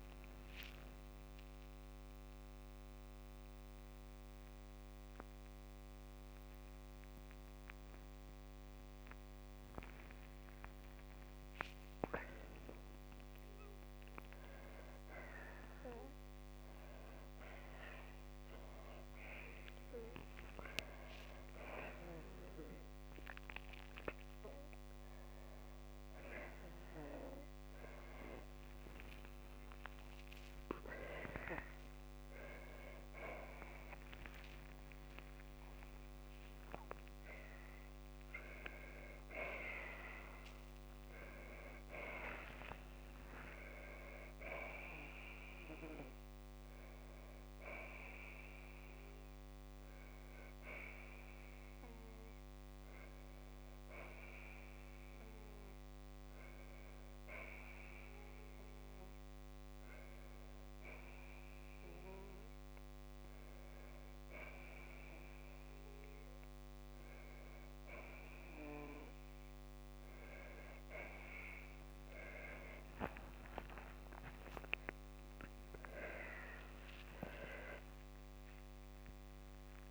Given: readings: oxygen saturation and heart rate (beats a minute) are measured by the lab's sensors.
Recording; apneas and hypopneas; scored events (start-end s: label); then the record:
a person awake in a sleep study, by a microphone on the trachea; none
0.00-1.50 s: long interval between heartbeats (device-marked, heart rate 121 extreme)
0.00-1.50 s: tachycardia (device-marked, heart rate 128 extreme)
6.50-8.50 s: long interval between heartbeats (device-marked, heart rate 81 before, 71 extreme)
7.50-10.50 s: tachycardia (device-marked, heart rate 62 before, 97 extreme)
10.00-12.00 s: long interval between heartbeats (device-marked, heart rate 84 before, 97 extreme)
18.00-20.00 s: long interval between heartbeats (device-marked, heart rate 99 before, 76 extreme)
20.00-22.00 s: long interval between heartbeats (device-marked, heart rate 97 before, 93 extreme)
25.50-31.50 s: tachycardia (device-marked, heart rate 63 before, 141 extreme)
31.50-33.50 s: long interval between heartbeats (device-marked, heart rate 97 before, 140 extreme)
35.50-37.50 s: long interval between heartbeats (device-marked, heart rate 102 before, 97 extreme)
35.50-38.50 s: tachycardia (device-marked, heart rate 64 before, 99 extreme)
39.00-41.00 s: long interval between heartbeats (device-marked, heart rate 104 before, 108 extreme)
74.50-76.50 s: long interval between heartbeats (device-marked, heart rate 57 before, 95 extreme)
77.00-79.00 s: long interval between heartbeats (device-marked, heart rate 61 before, 98 extreme)
From the record:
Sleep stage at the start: awake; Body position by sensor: on the back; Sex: female